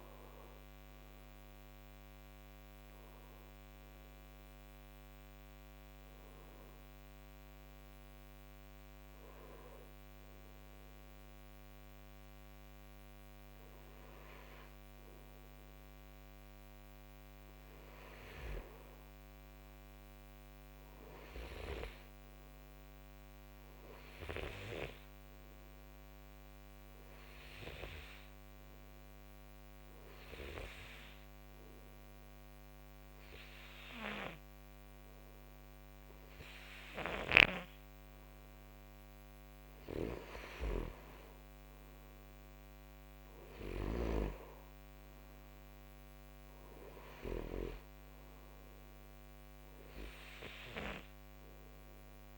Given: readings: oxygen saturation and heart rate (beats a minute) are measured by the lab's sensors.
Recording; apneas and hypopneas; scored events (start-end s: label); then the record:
breathing in sleep by a microphone on the trachea; 2
0.00-2.50 s: arousal
0.00-8.50 s: oxygen desaturation (device-marked, oxygen 85% lowest, heart rate 58 extreme)
5.50-17.00 s: hypopnea (oxygen 91% before, 90% lowest, heart rate 85 before, 58 extreme, up 5 after)
19.50-52.38 s: new sleep stage, N2 (light sleep)
20.00-24.00 s: arousal
23.50-37.50 s: oxygen desaturation (device-marked, oxygen 97% before, 90% lowest, heart rate 61 before, 59 extreme)
29.50-41.50 s: hypopnea (oxygen 98% before, 89% lowest, heart rate 61 before, 59 extreme, up 10 after)
43.00-47.50 s: arousal
From the record:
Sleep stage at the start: N1 (lightest sleep); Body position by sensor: on the right side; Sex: male